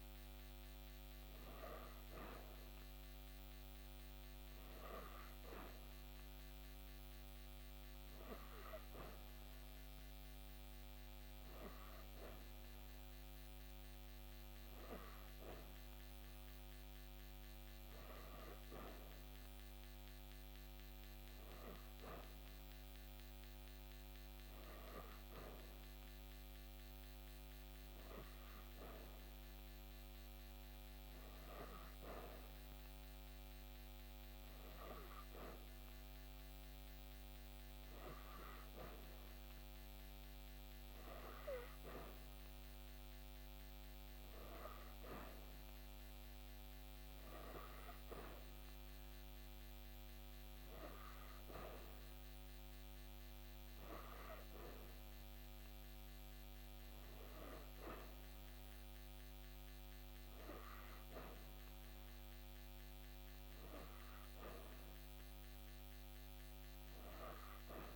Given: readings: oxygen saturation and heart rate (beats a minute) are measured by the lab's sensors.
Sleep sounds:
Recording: breathing in sleep by a microphone on the trachea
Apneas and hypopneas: none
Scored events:
none scored
From the record:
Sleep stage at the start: N3 (deep sleep)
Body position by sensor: on the back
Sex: female

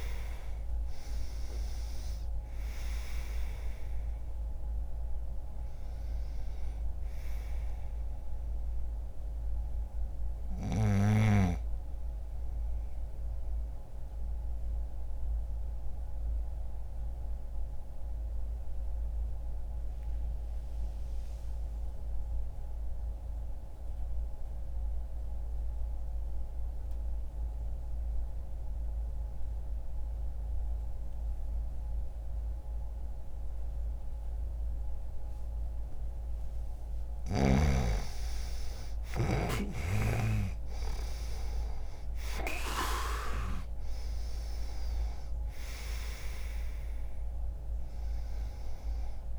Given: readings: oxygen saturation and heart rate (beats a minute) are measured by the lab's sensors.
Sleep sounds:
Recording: breathing in sleep by a room microphone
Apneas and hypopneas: 1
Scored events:
0.00-11.00 s: oxygen desaturation (device-marked, oxygen 97% before, 93% lowest, heart rate 60 before, 60 extreme)
12.50-35.00 s: obstructive apnea (oxygen 98% before, 91% lowest, heart rate 62 before, 60 extreme, up 0 after)
36.00-41.50 s: arousal
From the record:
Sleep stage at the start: REM sleep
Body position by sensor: on the right side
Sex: male

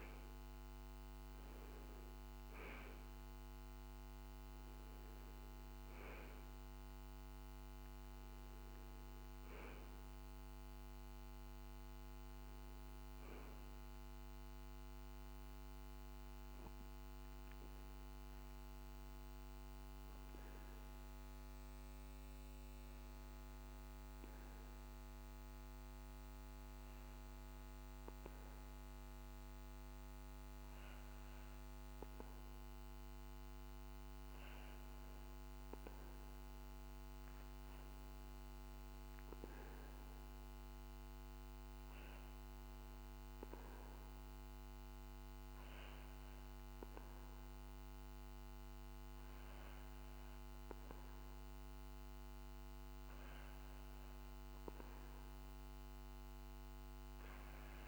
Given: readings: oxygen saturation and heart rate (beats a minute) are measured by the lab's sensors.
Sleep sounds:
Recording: breathing in sleep, hard to hear, by a microphone on the trachea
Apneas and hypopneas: none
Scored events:
0.00-18.00 s: oxygen desaturation (device-marked, oxygen 86% lowest, heart rate 47 extreme)
From the record:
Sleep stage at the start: REM sleep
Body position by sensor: on the back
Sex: male

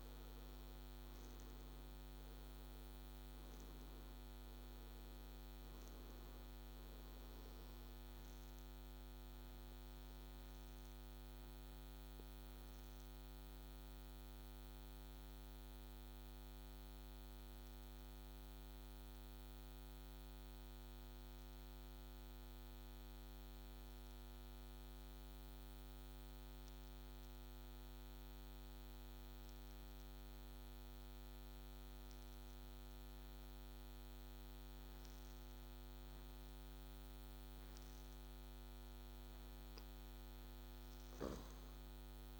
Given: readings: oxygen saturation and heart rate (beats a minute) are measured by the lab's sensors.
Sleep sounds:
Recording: breathing in sleep, hard to hear, by a microphone on the trachea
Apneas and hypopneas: 1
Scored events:
0.00-2.00 s: arousal
0.00-28.00 s: oxygen desaturation (device-marked, oxygen 83% lowest, heart rate 62 extreme)
7.50-38.00 s: obstructive apnea (oxygen 99% before, 83% lowest, heart rate 68 before, 62 extreme, up 8 after)
41.00-42.40 s: arousal
41.00-42.40 s: oxygen desaturation (device-marked, oxygen 98% before, 84% lowest, heart rate 65 before, 63 extreme)
From the record:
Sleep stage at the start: N2 (light sleep)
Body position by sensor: on the back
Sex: male

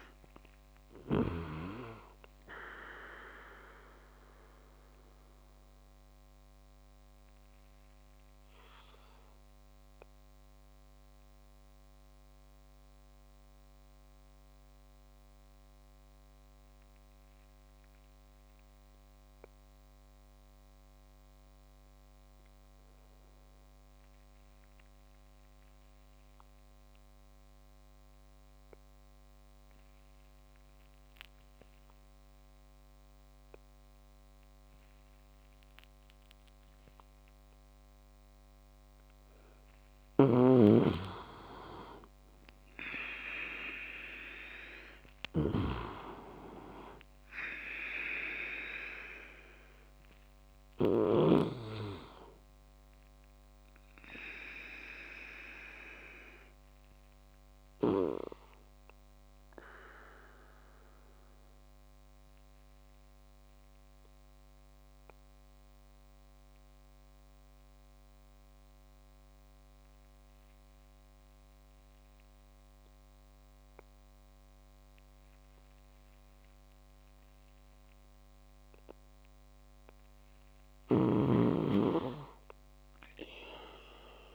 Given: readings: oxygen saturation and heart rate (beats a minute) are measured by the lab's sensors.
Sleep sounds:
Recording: breathing in sleep by a microphone on the trachea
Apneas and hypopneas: 2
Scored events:
0.00-1.00 s: snoring (device-marked)
0.00-5.00 s: oxygen desaturation (device-marked, oxygen 93% lowest)
4.50-38.50 s: obstructive apnea (oxygen 98% before, 94% lowest)
39.50-51.00 s: snoring (device-marked)
41.00-45.00 s: arousal
55.50-77.50 s: obstructive apnea (oxygen 100% before, 95% lowest, heart rate 58 before, 57 extreme, up 5 after)
79.50-83.00 s: arousal
80.50-84.34 s: snoring (device-marked)
From the record:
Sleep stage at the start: N2 (light sleep)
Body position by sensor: on the back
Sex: male

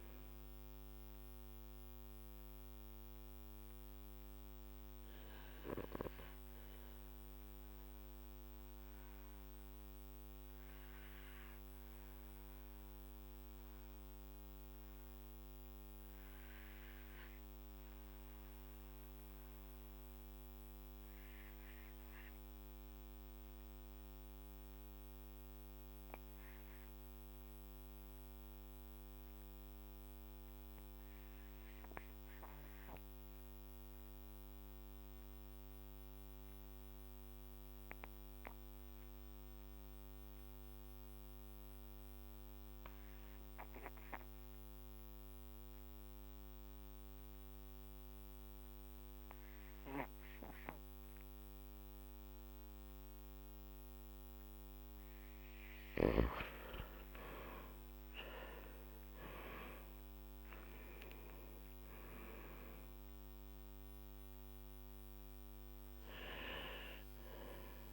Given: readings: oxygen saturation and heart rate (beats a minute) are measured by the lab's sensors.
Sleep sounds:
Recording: breathing in sleep by a microphone on the trachea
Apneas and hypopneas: 1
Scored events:
2.50-54.50 s: obstructive apnea (oxygen 98% before, 83% lowest, heart rate 55 before, 42 extreme, up 16 after)
18.00-35.00 s: oxygen desaturation (device-marked, oxygen 96% before, 87% lowest, heart rate 53 before, 42 extreme)
56.50-62.00 s: arousal
57.00-67.92 s: new sleep stage, N2 (light sleep)
From the record:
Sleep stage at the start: REM sleep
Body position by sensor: on the back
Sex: male

